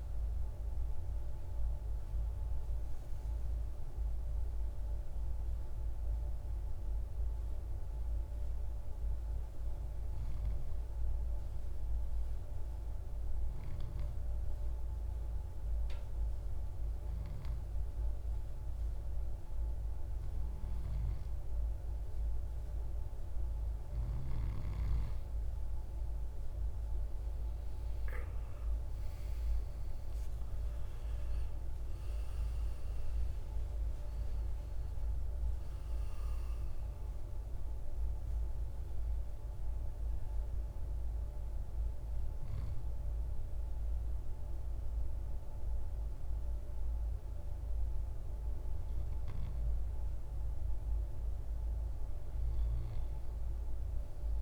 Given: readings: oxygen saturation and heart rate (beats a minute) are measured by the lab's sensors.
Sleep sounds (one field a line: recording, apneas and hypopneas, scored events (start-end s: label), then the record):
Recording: breathing in sleep, hard to hear, by a room microphone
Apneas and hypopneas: 2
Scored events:
0.00-10.00 s: oxygen desaturation (device-marked, oxygen 87% lowest, heart rate 53 extreme)
2.00-20.00 s: obstructive apnea (oxygen 98% before, 87% lowest, heart rate 69 before, 53 extreme, up 7 after)
21.50-24.50 s: arousal
29.00-50.00 s: oxygen desaturation (device-marked, oxygen 98% before, 92% lowest, heart rate 56 before, 55 extreme)
38.00-49.50 s: obstructive apnea (oxygen 99% before, 91% lowest, heart rate 61 before, 55 extreme, up 2 after)
51.50-54.42 s: arousal
From the record:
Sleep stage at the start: N2 (light sleep)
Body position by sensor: on the right side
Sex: male